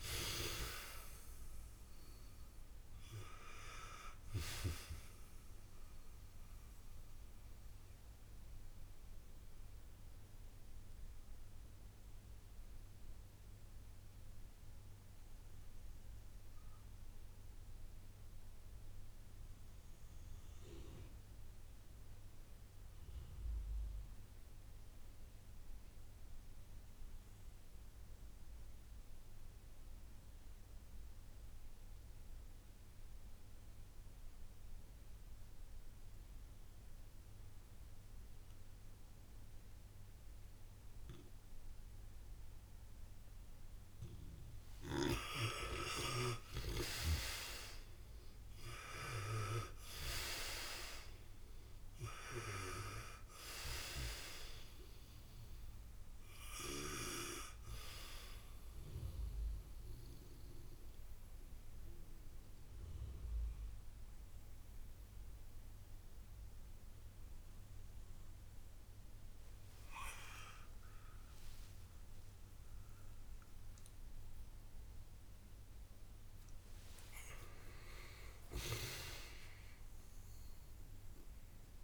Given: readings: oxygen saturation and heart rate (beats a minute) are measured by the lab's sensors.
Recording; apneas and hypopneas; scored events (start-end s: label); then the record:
breathing in sleep by a room microphone; 2
0.00-23.00 s: oxygen desaturation (device-marked, oxygen 79% lowest, heart rate 56 extreme)
6.00-44.50 s: mixed apnea (oxygen 97% before, 79% lowest, heart rate 64 before, 56 extreme, up 10 after)
40.00-77.00 s: oxygen desaturation (device-marked, oxygen 98% before, 81% lowest, heart rate 62 before, 56 extreme)
45.00-75.00 s: new sleep stage, N1 (lightest sleep)
45.50-50.00 s: arousal
60.00-75.00 s: mixed apnea (oxygen 98% before, 81% lowest, heart rate 65 before, 56 extreme, up 1 after)
75.00-80.00 s: arousal
75.00-81.84 s: new sleep stage, N2 (light sleep)
From the record:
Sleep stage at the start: N2 (light sleep); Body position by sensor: on the back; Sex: male